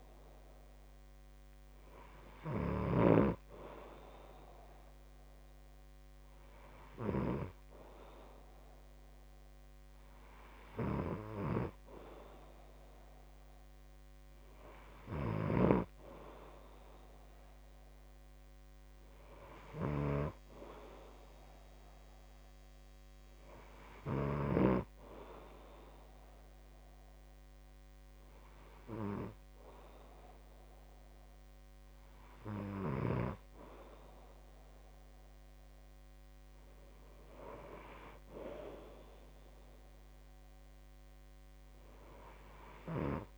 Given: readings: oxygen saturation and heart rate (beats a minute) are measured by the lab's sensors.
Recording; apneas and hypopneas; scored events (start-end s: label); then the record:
breathing in sleep by a microphone on the trachea; none
none scored
From the record:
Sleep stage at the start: N2 (light sleep); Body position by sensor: on the back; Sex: male